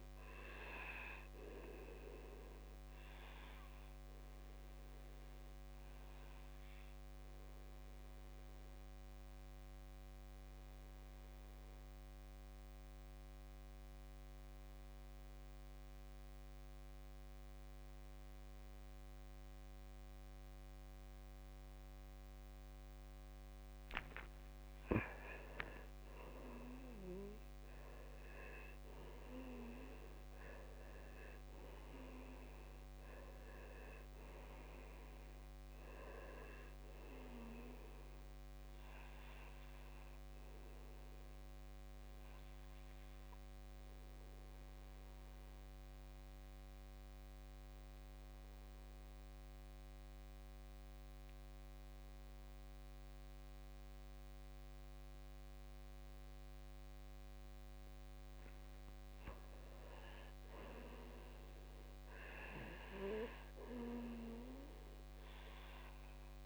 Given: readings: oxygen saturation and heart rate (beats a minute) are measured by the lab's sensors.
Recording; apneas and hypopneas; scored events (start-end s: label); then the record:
breathing in sleep by a microphone on the trachea; 2
0.00-13.00 s: oxygen desaturation (device-marked, oxygen 78% lowest, heart rate 58 extreme)
0.50-23.50 s: obstructive apnea (oxygen 99% before, 78% lowest, heart rate 67 before, 54 extreme, up 11 after)
25.00-29.00 s: arousal
25.00-49.00 s: oxygen desaturation (device-marked, oxygen 99% before, 86% lowest, heart rate 59 before, 53 extreme)
38.50-57.00 s: obstructive apnea (oxygen 99% before, 79% lowest, heart rate 64 before, 53 extreme, up 10 after)
59.00-62.00 s: arousal
62.00-66.46 s: oxygen desaturation (device-marked, oxygen 98% before, 89% lowest, heart rate 56 before, 57 extreme)
From the record:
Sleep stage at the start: N2 (light sleep); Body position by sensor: on the back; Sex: male